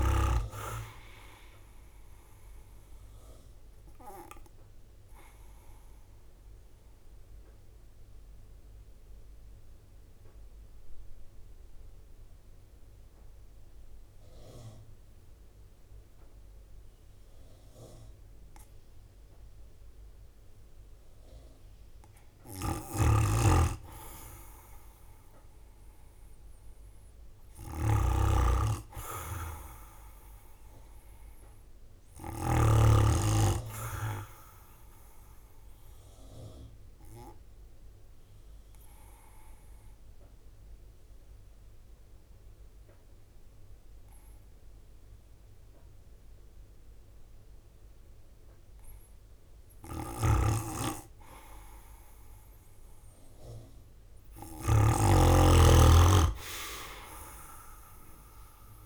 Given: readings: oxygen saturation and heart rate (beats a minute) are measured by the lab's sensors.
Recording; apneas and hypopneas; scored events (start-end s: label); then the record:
breathing in sleep by a room microphone; 2
0.00-6.00 s: drop in pulse transit time (device-marked, heart rate 55 extreme)
6.50-21.50 s: mixed apnea (oxygen 98% before, 91% lowest, heart rate 61 before, 50 extreme, up 5 after)
20.00-28.00 s: oxygen desaturation (device-marked, oxygen 97% before, 91% lowest, heart rate 55 before, 50 extreme)
24.00-27.50 s: arousal
29.00-42.00 s: drop in pulse transit time (device-marked, heart rate 55 before, 51 extreme)
36.00-49.50 s: obstructive apnea (oxygen 100% before, 95% lowest, heart rate 56 before, 50 extreme, up 5 after)
52.50-56.00 s: arousal
57.00-58.86 s: drop in pulse transit time (device-marked, heart rate 52 before, 51 extreme)
From the record:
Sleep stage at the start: N2 (light sleep); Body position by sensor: on the right side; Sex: male